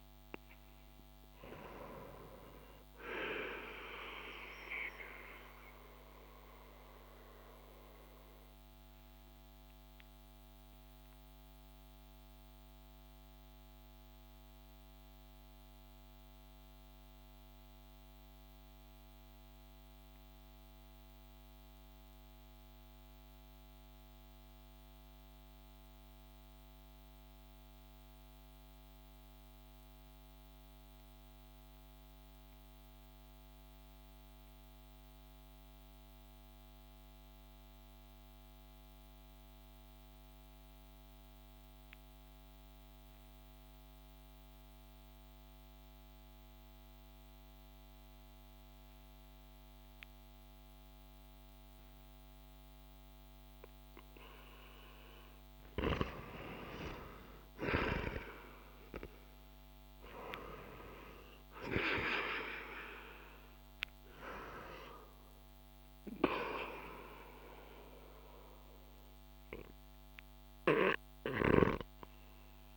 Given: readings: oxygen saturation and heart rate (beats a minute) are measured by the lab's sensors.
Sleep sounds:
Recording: breathing in sleep by a microphone on the trachea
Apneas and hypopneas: 1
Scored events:
0.00-6.00 s: oxygen desaturation (device-marked, oxygen 90% lowest)
4.50-55.50 s: mixed apnea (oxygen 96% before, 88% lowest)
15.00-25.00 s: oxygen desaturation (device-marked, oxygen 91% before, 88% lowest)
47.00-70.00 s: oxygen desaturation (device-marked, oxygen 98% before, 93% lowest)
57.00-61.50 s: arousal
From the record:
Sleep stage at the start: N2 (light sleep)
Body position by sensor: on the back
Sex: male

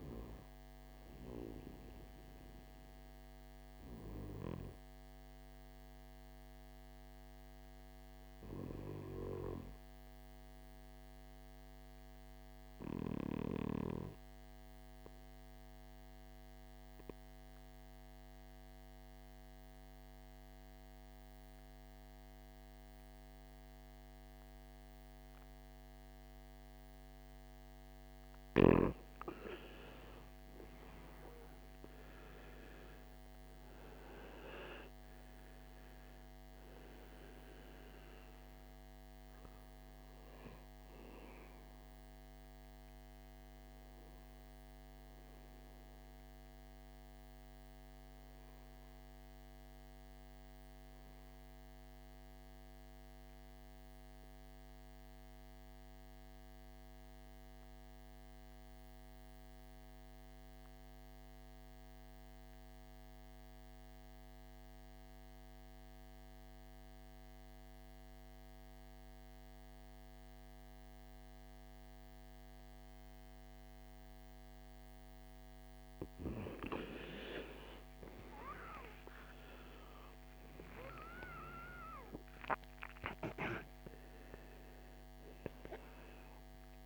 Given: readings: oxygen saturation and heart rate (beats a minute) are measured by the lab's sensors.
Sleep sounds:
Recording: breathing in sleep by a microphone on the trachea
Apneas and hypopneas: 2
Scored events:
0.00-8.00 s: oxygen desaturation (device-marked, oxygen 86% lowest, heart rate 53 extreme)
14.00-28.50 s: obstructive apnea (oxygen 98% before, 86% lowest, heart rate 58 before, 50 extreme, up 13 after)
26.00-55.00 s: oxygen desaturation (device-marked, oxygen 98% before, 86% lowest, heart rate 57 before, 50 extreme)
30.50-34.50 s: arousal
53.00-75.00 s: mixed apnea (oxygen 97% before, 85% lowest, heart rate 59 before, 56 extreme, up 17 after)
70.00-86.86 s: oxygen desaturation (device-marked, oxygen 98% before, 85% lowest, heart rate 56 before, 52 extreme)
78.00-83.00 s: arousal
From the record:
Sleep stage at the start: N2 (light sleep)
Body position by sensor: on the right side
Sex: male

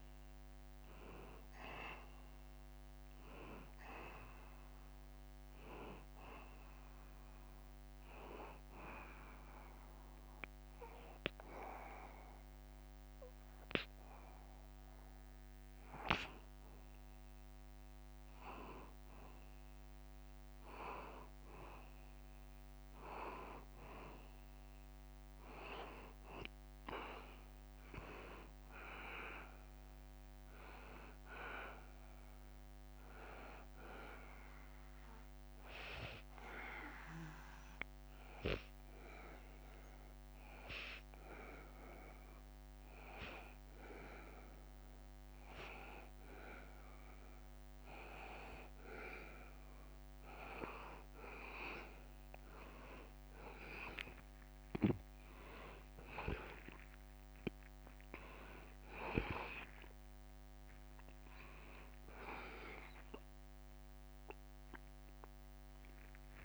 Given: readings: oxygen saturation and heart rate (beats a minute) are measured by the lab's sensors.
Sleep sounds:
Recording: breathing in sleep by a microphone on the trachea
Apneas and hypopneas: 2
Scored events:
0.00-9.00 s: oxygen desaturation (device-marked, oxygen 90% lowest, heart rate 79 extreme)
9.50-19.50 s: hypopnea (oxygen 93% before, 90% lowest, heart rate 81 before, 79 extreme, up 0 after)
22.50-27.00 s: arousal
38.50-51.50 s: obstructive apnea (oxygen 94% before, 90% lowest, heart rate 80 before, 79 extreme, up 2 after)
56.00-66.45 s: oxygen desaturation (device-marked, oxygen 94% before, 90% lowest, heart rate 79 before, 79 extreme)
59.00-64.50 s: arousal
From the record:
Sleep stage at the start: N2 (light sleep)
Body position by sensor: on the back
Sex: male

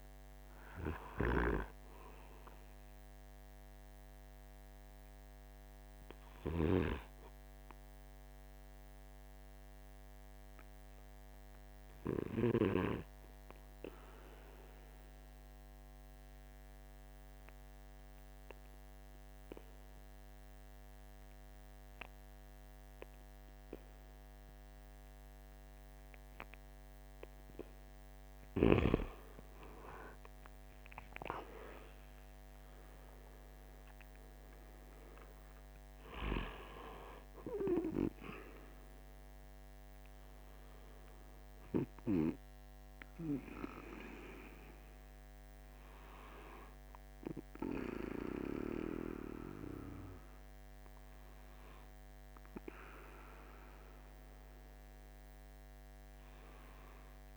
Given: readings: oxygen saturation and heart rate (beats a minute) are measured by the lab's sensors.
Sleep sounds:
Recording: breathing in sleep by a microphone on the trachea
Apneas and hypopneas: 1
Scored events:
8.00-27.50 s: obstructive apnea (oxygen 95% before, 92% lowest, heart rate 54 before, 46 extreme, up 13 after)
30.50-36.00 s: arousal
37.00-57.36 s: oxygen desaturation (device-marked, oxygen 97% before, 92% lowest, heart rate 53 before, 46 extreme)
From the record:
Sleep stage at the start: N2 (light sleep)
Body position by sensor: on the right side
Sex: male

